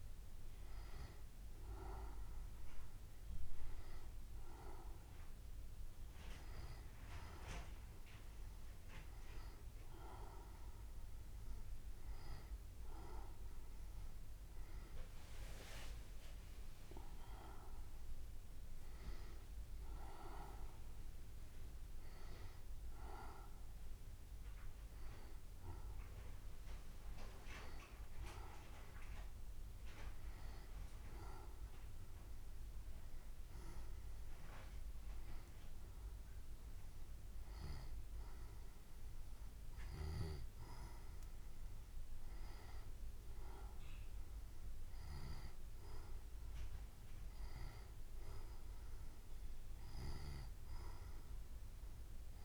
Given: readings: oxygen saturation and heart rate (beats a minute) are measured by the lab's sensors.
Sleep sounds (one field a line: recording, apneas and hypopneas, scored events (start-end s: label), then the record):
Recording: breathing in sleep by a room microphone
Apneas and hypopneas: none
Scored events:
none scored
From the record:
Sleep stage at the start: N2 (light sleep)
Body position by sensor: on the right side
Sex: female